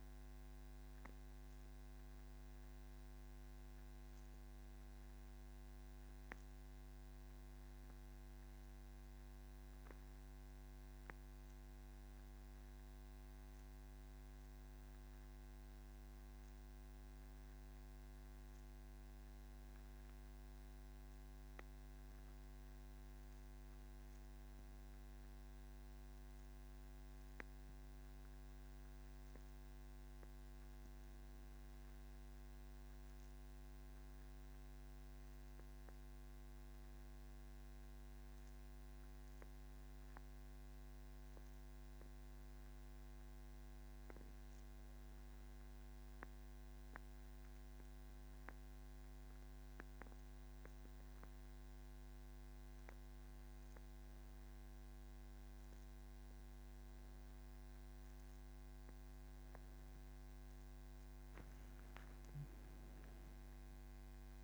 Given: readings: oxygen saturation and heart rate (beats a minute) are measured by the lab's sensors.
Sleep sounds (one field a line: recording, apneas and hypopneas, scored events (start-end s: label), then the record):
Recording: breathing in sleep, hard to hear, by a microphone on the trachea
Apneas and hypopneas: none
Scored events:
none scored
From the record:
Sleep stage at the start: N1 (lightest sleep)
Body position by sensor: on the back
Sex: female